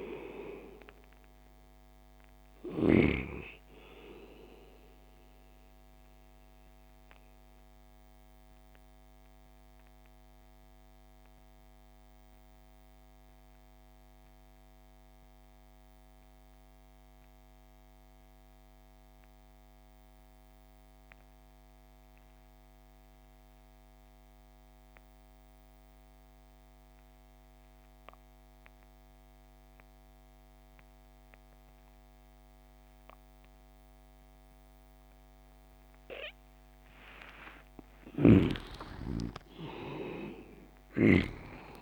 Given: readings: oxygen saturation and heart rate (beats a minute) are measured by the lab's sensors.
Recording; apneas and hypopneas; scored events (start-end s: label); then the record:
breathing in sleep by a microphone on the trachea; 1
0.00-3.00 s: snoring (device-marked)
0.00-19.50 s: oxygen desaturation (device-marked, oxygen 69% lowest)
5.50-37.50 s: mixed apnea (oxygen 93% before, 69% lowest)
19.50-41.81 s: new sleep stage, N2 (light sleep)
31.50-41.81 s: oxygen desaturation (device-marked, oxygen 98% before, 81% lowest)
37.50-41.00 s: snoring (device-marked)
38.50-41.81 s: arousal
From the record:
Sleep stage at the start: REM sleep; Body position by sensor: on the back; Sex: male